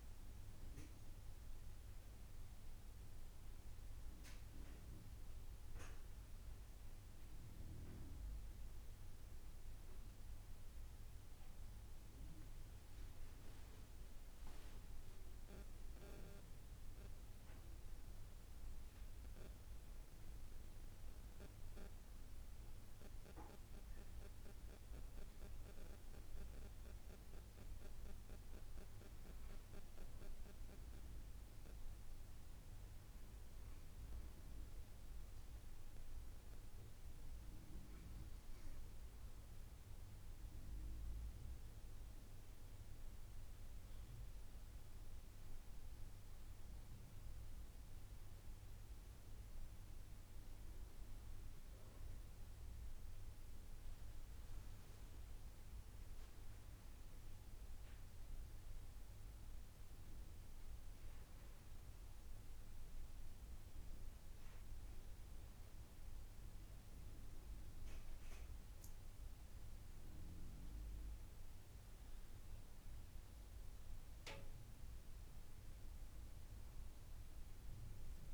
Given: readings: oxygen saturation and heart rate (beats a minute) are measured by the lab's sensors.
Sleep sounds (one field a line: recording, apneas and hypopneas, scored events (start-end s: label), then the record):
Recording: breathing in sleep, hard to hear, by a room microphone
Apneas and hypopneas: none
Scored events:
none scored
From the record:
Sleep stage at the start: N2 (light sleep)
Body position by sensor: on the right side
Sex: female